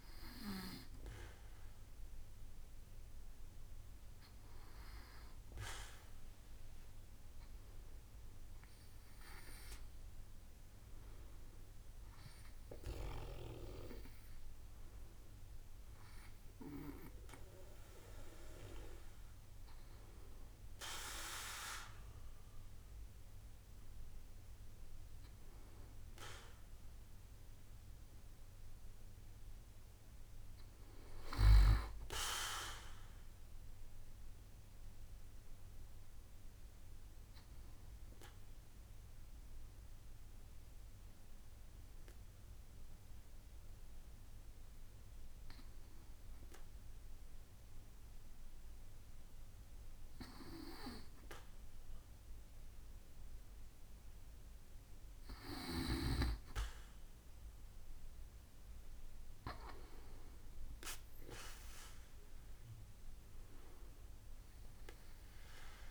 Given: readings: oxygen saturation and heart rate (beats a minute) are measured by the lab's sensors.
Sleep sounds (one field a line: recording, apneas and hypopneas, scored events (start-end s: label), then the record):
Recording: breathing in sleep by a room microphone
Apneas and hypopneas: 1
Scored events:
6.00-10.00 s: arousal
34.50-50.50 s: hypopnea (oxygen 95% before, 94% lowest, heart rate 70 before, 66 extreme, up 3 after)
59.50-63.50 s: arousal
From the record:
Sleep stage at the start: N2 (light sleep)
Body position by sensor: on the back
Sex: male